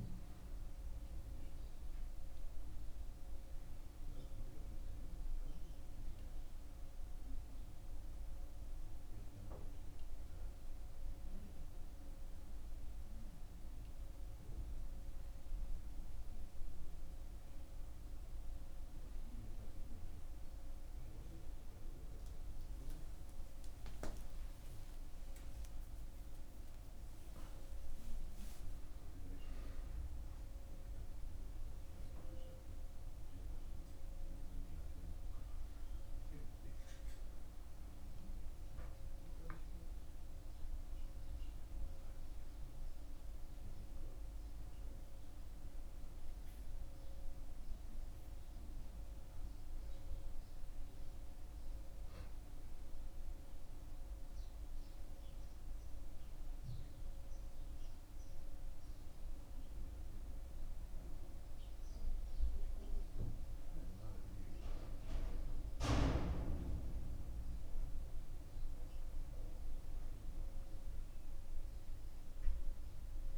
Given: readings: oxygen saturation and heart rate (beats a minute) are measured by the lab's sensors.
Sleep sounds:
a person partly awake in a sleep study, hard to hear, by a room microphone; 1
12.50-42.50 s: new sleep stage, awake
42.50-73.38 s: new sleep stage, N2 (light sleep)
58.00-69.00 s: hypopnea (oxygen 97% before, 91% lowest, heart rate 57 before, 67 extreme, up 16 after)
From the record:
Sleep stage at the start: N2 (light sleep); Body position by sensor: on the back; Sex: male

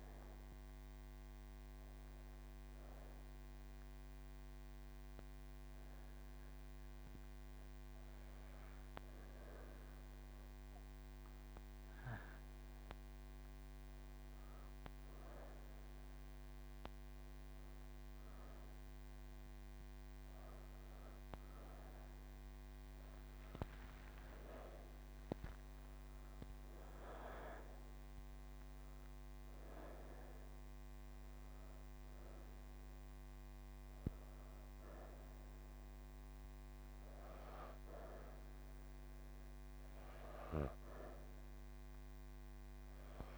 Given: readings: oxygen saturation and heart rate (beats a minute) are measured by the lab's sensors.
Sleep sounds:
breathing in sleep by a microphone on the trachea; none
0.00-6.50 s: oxygen desaturation (device-marked, oxygen 93% lowest, heart rate 55 extreme)
4.50-43.38 s: new sleep stage, N3 (deep sleep)
From the record:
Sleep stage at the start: N1 (lightest sleep); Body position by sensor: on the right side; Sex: female

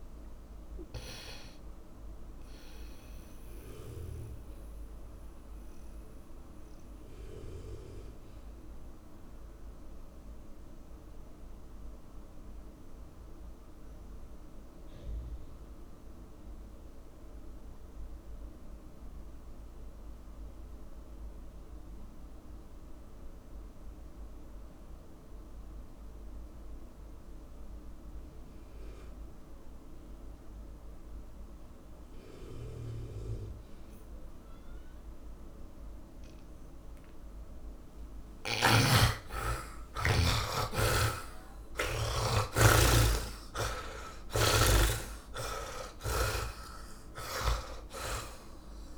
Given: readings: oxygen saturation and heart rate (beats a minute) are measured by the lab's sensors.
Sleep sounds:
breathing in sleep by a room microphone; 1
0.00-17.50 s: oxygen desaturation (device-marked, oxygen 80% lowest)
3.50-37.00 s: mixed apnea (oxygen 100% before, 77% lowest)
30.50-48.98 s: oxygen desaturation (device-marked, oxygen 100% before, 77% lowest)
39.50-44.50 s: arousal
41.00-45.00 s: snoring (device-marked)
From the record:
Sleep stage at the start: N2 (light sleep); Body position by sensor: on the back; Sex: male

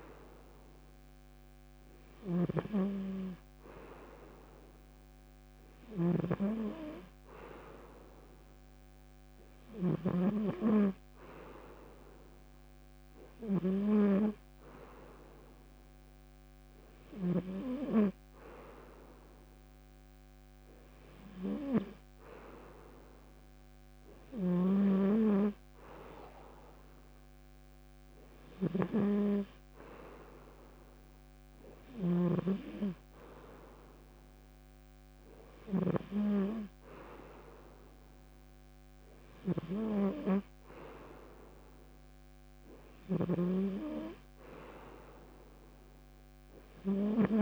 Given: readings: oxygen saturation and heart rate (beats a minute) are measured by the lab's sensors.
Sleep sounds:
breathing in sleep by a microphone on the trachea; none
0.00-17.00 s: snoring (device-marked)
24.00-35.50 s: snoring (device-marked)
From the record:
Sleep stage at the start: N2 (light sleep); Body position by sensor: on the front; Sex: male

